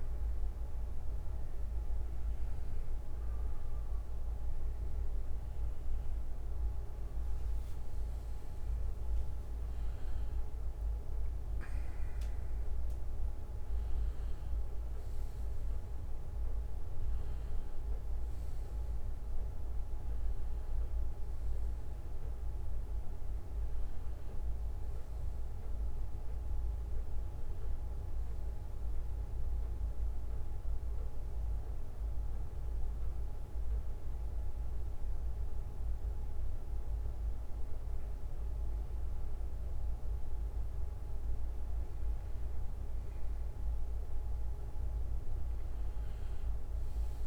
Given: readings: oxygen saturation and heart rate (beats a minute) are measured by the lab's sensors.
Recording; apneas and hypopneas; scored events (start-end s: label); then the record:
breathing in sleep, hard to hear, by a room microphone; 1
10.50-15.00 s: arousal
28.50-38.50 s: bradycardia (device-marked, heart rate 63 before, 57 extreme)
32.00-42.50 s: hypopnea (oxygen 94% before, 92% lowest, heart rate 69 before, 56 extreme, up 12 after)
39.50-41.50 s: bradycardia (device-marked, heart rate 63 before, 57 extreme)
From the record:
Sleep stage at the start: N2 (light sleep); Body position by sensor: on the back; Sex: male